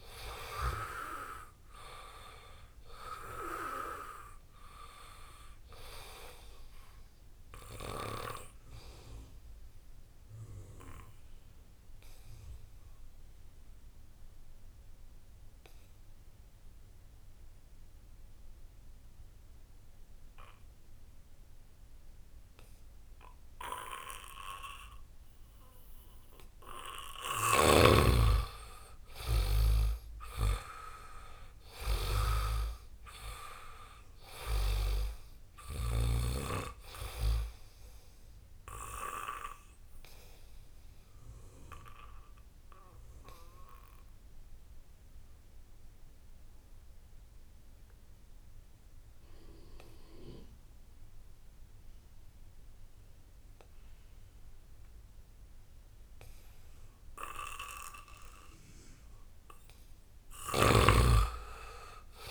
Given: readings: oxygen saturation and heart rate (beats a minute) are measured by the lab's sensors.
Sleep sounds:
breathing in sleep by a room microphone; 2
0.00-13.50 s: oxygen desaturation (device-marked, oxygen 82% lowest, heart rate 77 extreme)
8.00-27.50 s: obstructive apnea (oxygen 95% before, 81% lowest, heart rate 82 before, 77 extreme, up 1 after)
27.00-36.00 s: snoring (device-marked)
27.50-46.50 s: oxygen desaturation (device-marked, oxygen 96% before, 82% lowest, heart rate 82 before, 74 extreme)
29.50-33.00 s: arousal
38.50-58.00 s: obstructive apnea (oxygen 96% before, 80% lowest, heart rate 80 before, 74 extreme, up 0 after)
57.50-62.31 s: oxygen desaturation (device-marked, oxygen 97% before, 81% lowest, heart rate 82 before, 74 extreme)
60.00-62.31 s: arousal
From the record:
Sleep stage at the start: REM sleep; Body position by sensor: on the back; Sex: male

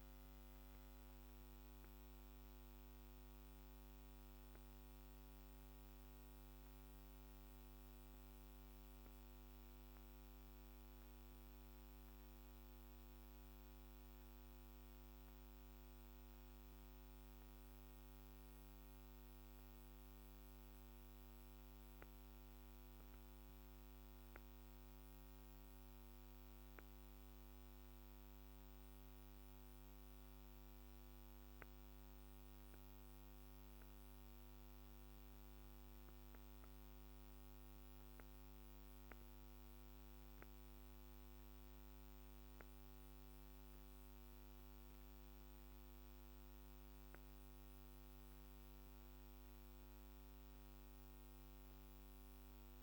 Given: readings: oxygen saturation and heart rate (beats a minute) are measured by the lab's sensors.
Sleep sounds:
breathing in sleep, hard to hear, by a microphone on the trachea; 1
0.00-1.50 s: oxygen desaturation (device-marked, oxygen 94% lowest, heart rate 52 extreme)
19.00-34.50 s: central apnea (oxygen 98% before, 95% lowest, heart rate 56 before, 50 extreme, up 5 after)
37.00-41.50 s: arousal
From the record:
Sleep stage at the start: N2 (light sleep); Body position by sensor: on the back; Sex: female

